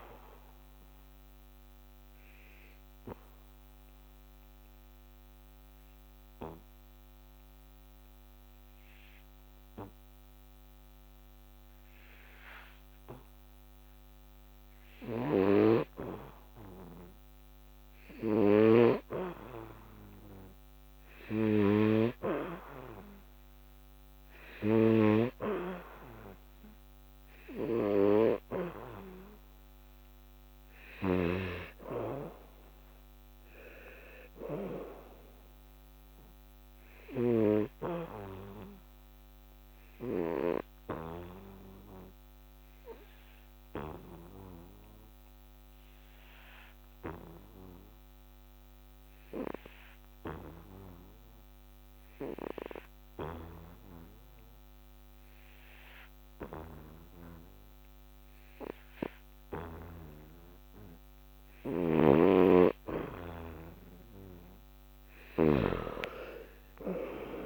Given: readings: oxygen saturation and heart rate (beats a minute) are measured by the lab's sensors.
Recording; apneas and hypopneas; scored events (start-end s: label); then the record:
breathing in sleep by a microphone on the trachea; 2
1.50-16.00 s: obstructive apnea (oxygen 97% before, 89% lowest, heart rate 84 before, 66 extreme, up 4 after)
18.00-21.50 s: arousal
22.00-46.00 s: oxygen desaturation (device-marked, oxygen 97% before, 90% lowest, heart rate 76 before, 68 extreme)
40.00-62.00 s: obstructive apnea (oxygen 97% before, 87% lowest, heart rate 74 before, 68 extreme, up 5 after)
62.00-67.46 s: oxygen desaturation (device-marked, oxygen 95% before, 87% lowest, heart rate 74 before, 70 extreme)
From the record:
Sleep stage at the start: N2 (light sleep); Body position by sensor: on the back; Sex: male